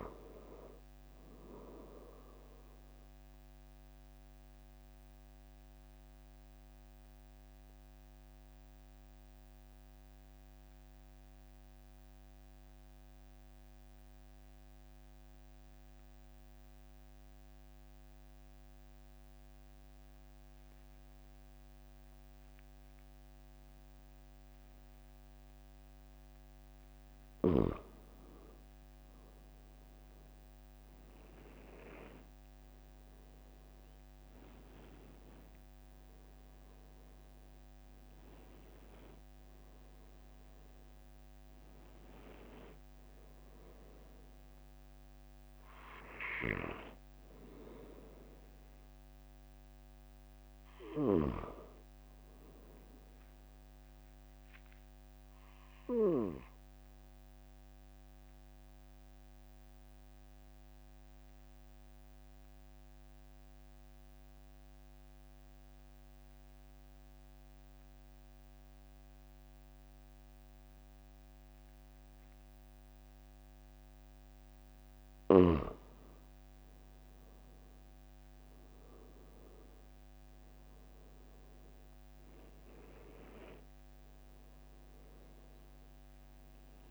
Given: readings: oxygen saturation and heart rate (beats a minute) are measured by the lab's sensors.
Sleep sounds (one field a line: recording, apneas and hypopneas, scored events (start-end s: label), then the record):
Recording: breathing in sleep by a microphone on the trachea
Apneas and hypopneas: 2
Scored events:
4.50-27.00 s: obstructive apnea (oxygen 96% before, 93% lowest, heart rate 46 before, 42 extreme, up 2 after)
29.50-34.50 s: arousal
54.50-74.50 s: obstructive apnea (oxygen 96% before, 93% lowest, heart rate 45 before, 44 extreme, up 4 after)
76.50-81.00 s: arousal
From the record:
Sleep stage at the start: N2 (light sleep)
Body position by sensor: on the back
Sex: male